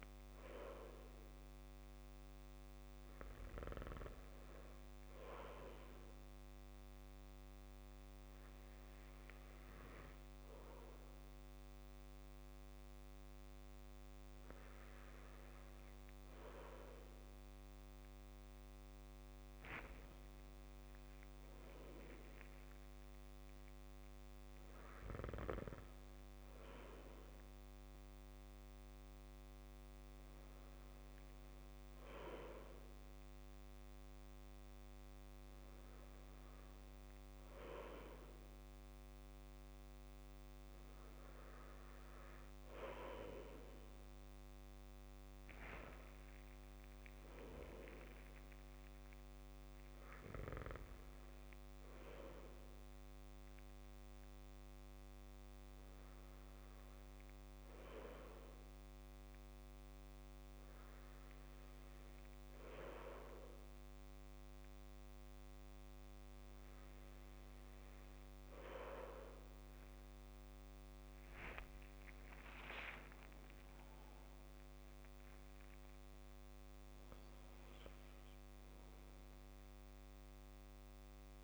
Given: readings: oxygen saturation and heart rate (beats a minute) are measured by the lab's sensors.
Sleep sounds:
breathing in sleep by a microphone on the trachea; none
70.00-72.00 s: long interval between heartbeats (device-marked, heart rate 60 before, 71 extreme)
71.00-74.00 s: arousal
From the record:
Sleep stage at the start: N2 (light sleep); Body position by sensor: on the back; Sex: male

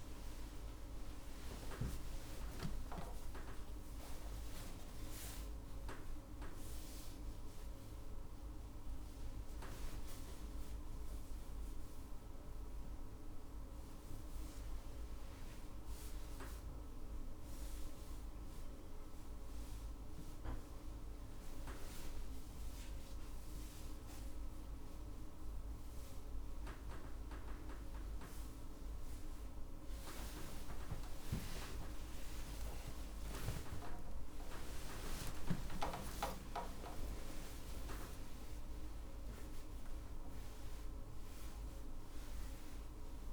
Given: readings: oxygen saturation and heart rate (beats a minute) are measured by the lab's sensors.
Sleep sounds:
a person awake in a sleep study, by a room microphone; none
none scored
From the record:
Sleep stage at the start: awake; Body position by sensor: on the back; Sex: female

